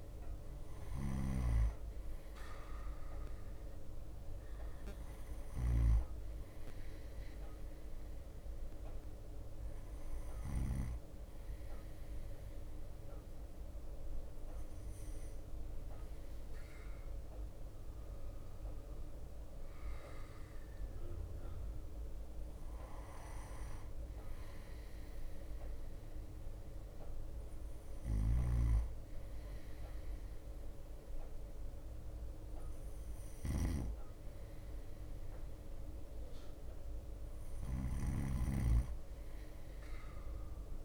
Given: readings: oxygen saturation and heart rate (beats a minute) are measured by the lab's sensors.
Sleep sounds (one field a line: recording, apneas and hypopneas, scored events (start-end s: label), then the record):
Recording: breathing in sleep by a room microphone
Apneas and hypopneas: 1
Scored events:
0.00-4.50 s: drop in pulse transit time (device-marked, heart rate 57 extreme)
0.00-11.00 s: snoring (device-marked)
0.00-20.50 s: bradycardia (device-marked, heart rate 54 extreme)
9.00-19.50 s: hypopnea (oxygen 94% before, 93% lowest, heart rate 58 before, 54 extreme, up 6 after)
21.50-39.50 s: bradycardia (device-marked, heart rate 58 before, 55 extreme)
22.00-26.00 s: arousal
28.00-38.50 s: snoring (device-marked)
From the record:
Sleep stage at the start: N2 (light sleep)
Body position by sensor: on the right side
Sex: male